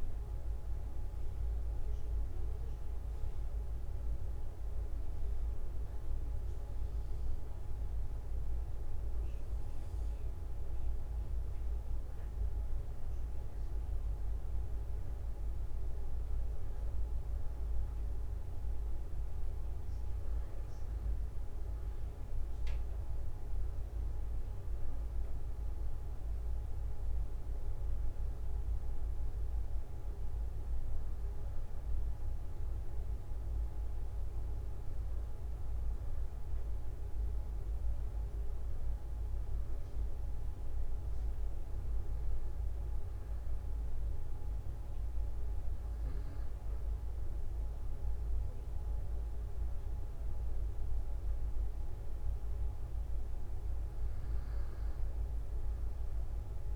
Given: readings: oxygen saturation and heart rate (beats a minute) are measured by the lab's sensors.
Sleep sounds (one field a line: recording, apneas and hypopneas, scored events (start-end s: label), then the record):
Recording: breathing in sleep, hard to hear, by a room microphone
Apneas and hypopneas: none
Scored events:
54.50-56.50 s: long interval between heartbeats (device-marked, heart rate 48 before, 57 extreme)
From the record:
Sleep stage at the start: N1 (lightest sleep)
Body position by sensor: on the back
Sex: male